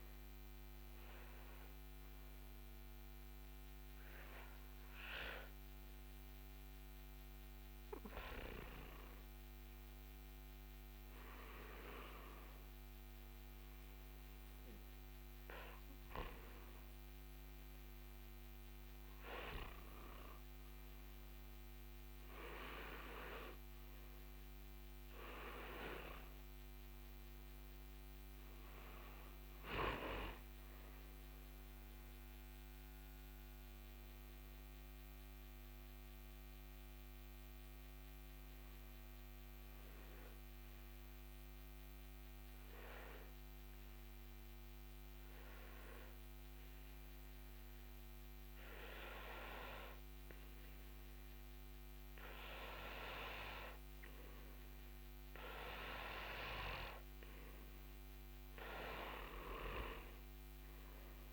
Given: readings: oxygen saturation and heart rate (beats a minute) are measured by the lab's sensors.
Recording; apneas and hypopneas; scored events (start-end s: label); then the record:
breathing in sleep by a microphone on the trachea; 2
2.00-13.00 s: obstructive apnea (oxygen 95% before, 92% lowest)
14.50-18.00 s: arousal
44.00-56.50 s: obstructive apnea (oxygen 95% before, 93% lowest)
From the record:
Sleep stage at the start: N2 (light sleep); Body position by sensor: on the front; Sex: male